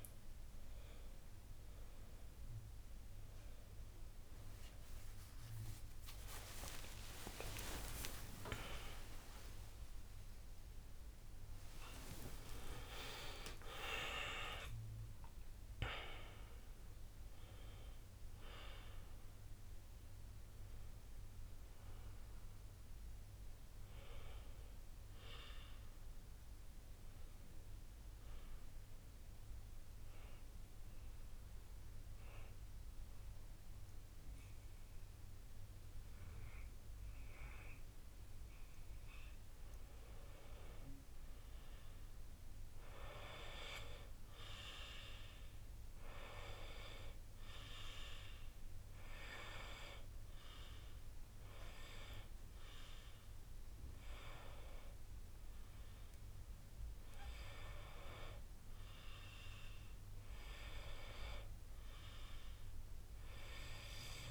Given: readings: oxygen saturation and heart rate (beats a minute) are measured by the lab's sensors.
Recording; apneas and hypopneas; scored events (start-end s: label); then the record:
breathing in sleep by a room microphone; 1
0.50-16.50 s: oxygen desaturation (device-marked, oxygen 94% before, 89% lowest, heart rate 59 before, 49 extreme)
4.50-14.50 s: tachycardia (device-marked, heart rate 64 before, 188 extreme)
6.50-12.50 s: arousal
7.50-9.50 s: long interval between heartbeats (device-marked, heart rate 66 before, 105 extreme)
10.50-12.50 s: long interval between heartbeats (device-marked, heart rate 74 before, 166 extreme)
31.00-41.00 s: obstructive apnea (oxygen 95% before, 91% lowest, heart rate 96 before, 49 extreme, up 13 after)
44.50-48.50 s: arousal
50.50-62.50 s: oxygen desaturation (device-marked, oxygen 97% before, 91% lowest, heart rate 57 before, 57 extreme)
From the record:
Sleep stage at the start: N2 (light sleep); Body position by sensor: on the back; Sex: male